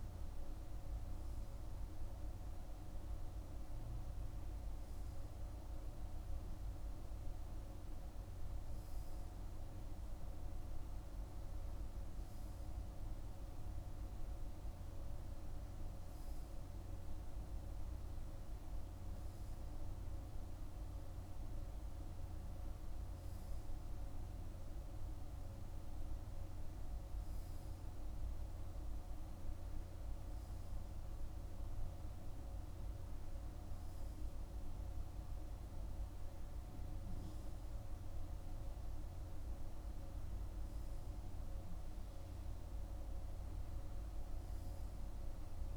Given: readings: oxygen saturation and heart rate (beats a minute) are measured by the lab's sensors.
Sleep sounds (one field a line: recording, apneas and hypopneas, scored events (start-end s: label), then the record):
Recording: breathing in sleep, hard to hear, by a room microphone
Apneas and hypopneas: none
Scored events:
none scored
From the record:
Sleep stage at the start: N2 (light sleep)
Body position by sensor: on the right side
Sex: male